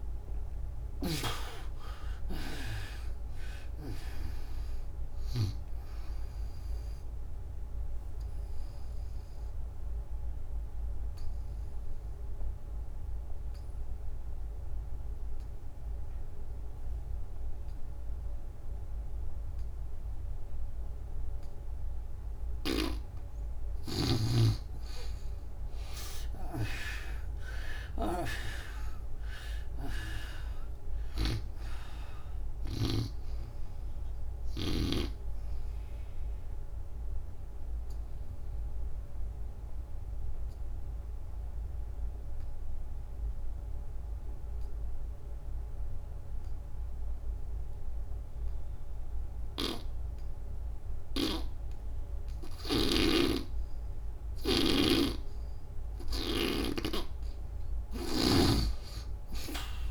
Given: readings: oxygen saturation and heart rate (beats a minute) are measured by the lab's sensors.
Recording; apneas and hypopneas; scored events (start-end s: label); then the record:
breathing in sleep by a room microphone; 2
0.00-1.00 s: snoring (device-marked)
0.00-2.50 s: arousal
0.00-20.50 s: oxygen desaturation (device-marked, oxygen 72% lowest, heart rate 67 extreme)
8.00-23.00 s: obstructive apnea (oxygen 97% before, 72% lowest, heart rate 86 before, 67 extreme, up 21 after)
27.50-31.50 s: arousal
28.50-44.50 s: oxygen desaturation (device-marked, oxygen 96% before, 76% lowest, heart rate 76 before, 64 extreme)
35.00-55.50 s: obstructive apnea (oxygen 96% before, 74% lowest, heart rate 77 before, 64 extreme, up 28 after)
46.50-58.50 s: oxygen desaturation (device-marked, oxygen 97% before, 90% lowest, heart rate 80 before, 65 extreme)
52.50-59.91 s: snoring (device-marked)
From the record:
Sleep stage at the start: N2 (light sleep); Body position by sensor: on the back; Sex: female